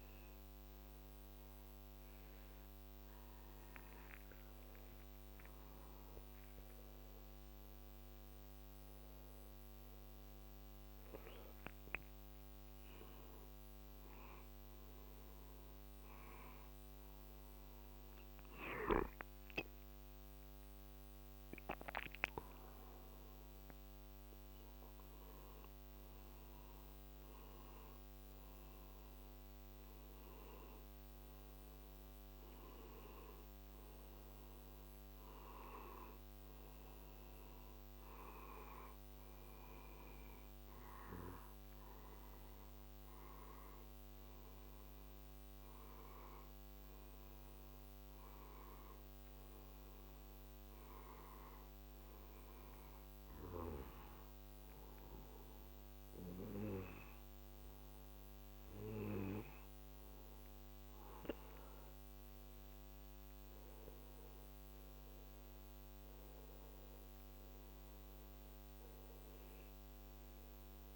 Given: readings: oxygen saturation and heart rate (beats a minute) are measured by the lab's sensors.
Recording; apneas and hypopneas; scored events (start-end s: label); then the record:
breathing in sleep by a microphone on the trachea; 1
1.50-14.00 s: hypopnea (oxygen 93% before, 91% lowest, heart rate 60 before, 57 extreme, up 5 after)
16.00-20.50 s: arousal
From the record:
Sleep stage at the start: N2 (light sleep); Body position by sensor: on the back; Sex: male